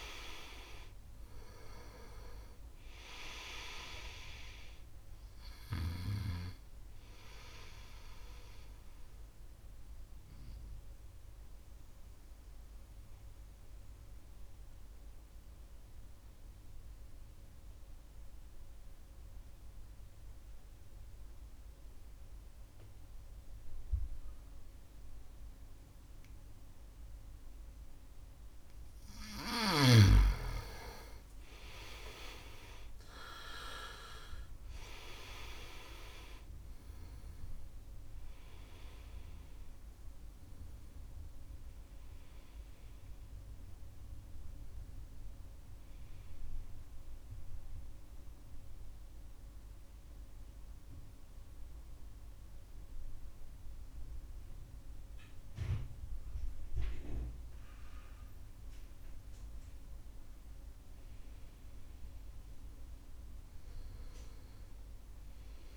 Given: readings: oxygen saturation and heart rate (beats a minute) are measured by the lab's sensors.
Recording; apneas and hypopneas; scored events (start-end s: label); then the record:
breathing in sleep by a room microphone; 2
0.00-20.50 s: oxygen desaturation (device-marked, oxygen 89% lowest, heart rate 64 extreme)
9.50-28.00 s: obstructive apnea (oxygen 98% before, 87% lowest, heart rate 72 before, 66 extreme, up 4 after)
30.00-34.50 s: arousal
35.50-57.50 s: oxygen desaturation (device-marked, oxygen 98% before, 87% lowest, heart rate 71 before, 68 extreme)
46.00-58.50 s: hypopnea (oxygen 98% before, 87% lowest, heart rate 73 before, 68 extreme, up 6 after)
59.50-63.00 s: arousal
From the record:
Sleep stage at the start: N2 (light sleep); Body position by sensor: on the right side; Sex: male